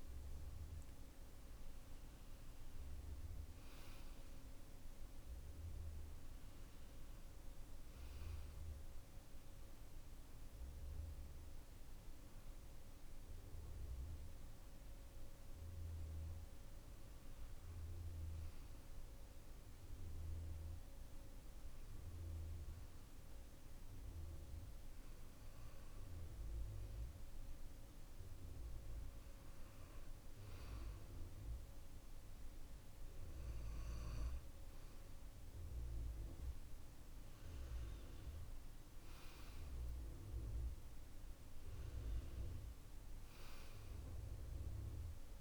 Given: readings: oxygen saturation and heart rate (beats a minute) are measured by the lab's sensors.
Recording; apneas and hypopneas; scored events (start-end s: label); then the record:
breathing in sleep, hard to hear, by a room microphone; none
40.00-44.00 s: arousal
From the record:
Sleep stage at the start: N2 (light sleep); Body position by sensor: on the back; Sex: male